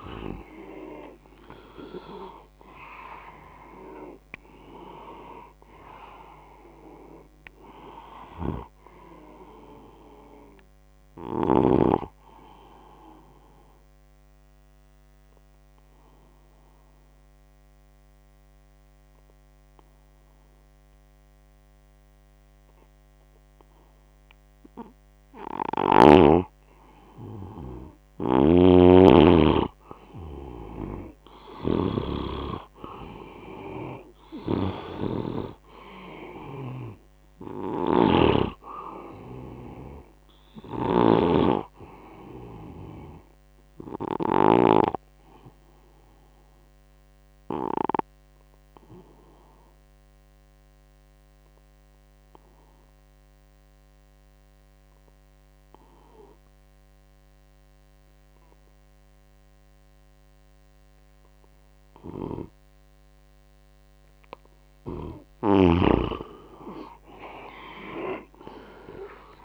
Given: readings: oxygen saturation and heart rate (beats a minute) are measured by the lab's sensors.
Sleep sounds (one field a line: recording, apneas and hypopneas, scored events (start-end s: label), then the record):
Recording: breathing in sleep by a microphone on the trachea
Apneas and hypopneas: 2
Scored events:
14.00-25.50 s: obstructive apnea (oxygen 99% before, 88% lowest, heart rate 79 before, 69 extreme, up 3 after)
28.00-44.50 s: snoring (device-marked)
29.00-32.50 s: arousal
33.50-50.50 s: oxygen desaturation (device-marked, oxygen 99% before, 93% lowest, heart rate 75 before, 72 extreme)
44.50-63.00 s: obstructive apnea (oxygen 99% before, 88% lowest, heart rate 75 before, 74 extreme, up 4 after)
62.50-69.44 s: oxygen desaturation (device-marked, oxygen 98% before, 88% lowest, heart rate 77 before, 68 extreme)
From the record:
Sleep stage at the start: N2 (light sleep)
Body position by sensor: on the right side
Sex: male